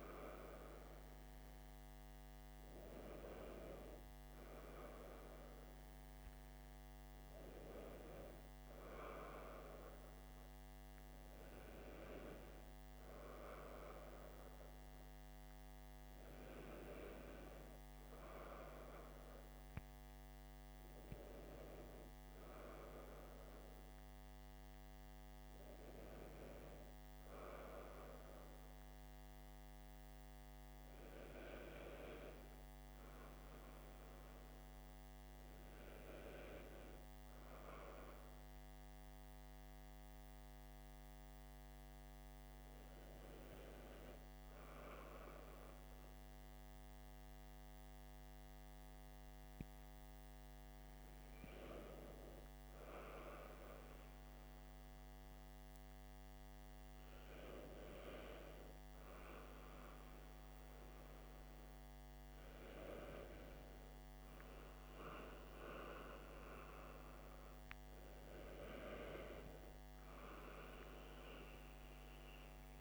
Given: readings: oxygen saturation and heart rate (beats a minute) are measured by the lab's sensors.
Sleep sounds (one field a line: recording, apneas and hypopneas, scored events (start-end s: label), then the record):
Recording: breathing in sleep by a microphone on the trachea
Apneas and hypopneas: 1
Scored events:
24.00-28.00 s: arousal
30.50-50.50 s: hypopnea (oxygen 96% before, 93% lowest, heart rate 57 before, 54 extreme, up 7 after)
52.00-56.00 s: arousal
From the record:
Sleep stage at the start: N1 (lightest sleep)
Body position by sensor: on the back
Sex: male